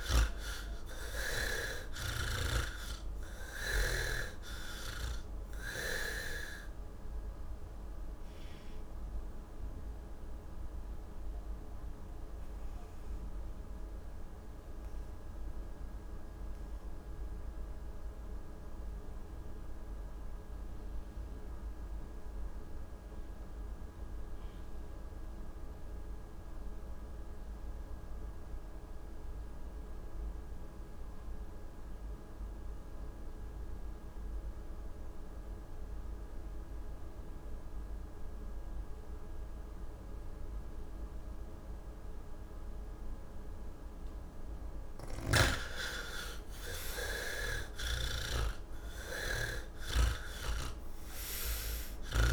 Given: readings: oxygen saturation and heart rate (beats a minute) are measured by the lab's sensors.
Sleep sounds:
breathing in sleep by a room microphone; 1
0.00-25.00 s: oxygen desaturation (device-marked, oxygen 64% lowest, heart rate 69 extreme)
6.00-44.00 s: mixed apnea (oxygen 89% before, 64% lowest, heart rate 176 before, 69 extreme)
27.00-52.33 s: oxygen desaturation (device-marked, oxygen 97% before, 68% lowest, heart rate 146 before, 58 extreme)
44.50-52.33 s: snoring (device-marked)
From the record:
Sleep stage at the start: N1 (lightest sleep); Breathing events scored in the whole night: 332 in 5.7 hours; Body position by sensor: on the back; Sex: male

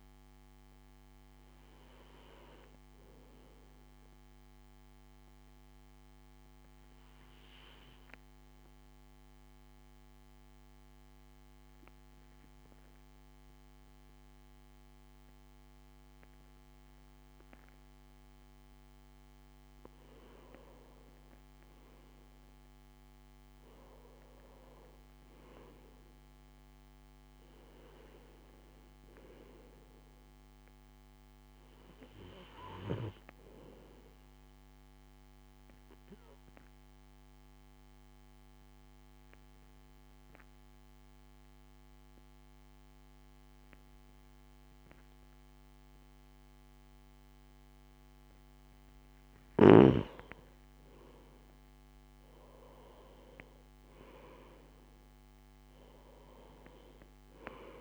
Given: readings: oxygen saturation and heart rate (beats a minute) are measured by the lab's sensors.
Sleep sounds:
breathing in sleep by a microphone on the trachea; 2
0.00-2.00 s: oxygen desaturation (device-marked, oxygen 92% lowest, heart rate 53 extreme)
5.00-19.50 s: obstructive apnea (oxygen 96% before, 92% lowest, heart rate 61 before, 54 extreme, up 4 after)
21.50-25.50 s: arousal
35.00-48.50 s: obstructive apnea (oxygen 97% before, 90% lowest, heart rate 57 before, 49 extreme, up 4 after)
50.50-55.50 s: arousal
From the record:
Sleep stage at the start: REM sleep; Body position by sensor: on the right side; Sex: male

